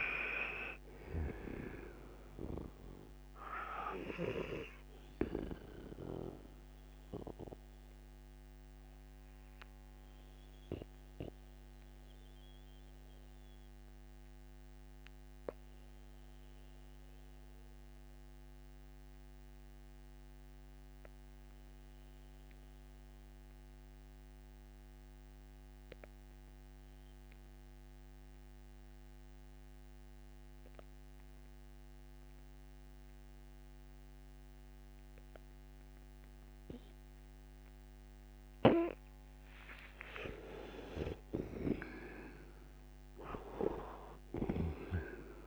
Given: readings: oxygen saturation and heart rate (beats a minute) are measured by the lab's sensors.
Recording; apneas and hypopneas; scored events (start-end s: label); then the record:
breathing in sleep by a microphone on the trachea; 1
0.00-1.00 s: snoring (device-marked)
0.00-26.00 s: oxygen desaturation (device-marked, oxygen 84% lowest, heart rate 59 extreme)
7.00-37.50 s: obstructive apnea (oxygen 98% before, 79% lowest, heart rate 78 before, 59 extreme, up 16 after)
38.50-43.50 s: arousal
40.00-45.47 s: oxygen desaturation (device-marked, oxygen 97% before, 79% lowest, heart rate 62 before, 58 extreme)
44.00-45.47 s: snoring (device-marked)
From the record:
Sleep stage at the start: N2 (light sleep); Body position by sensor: on the right side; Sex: male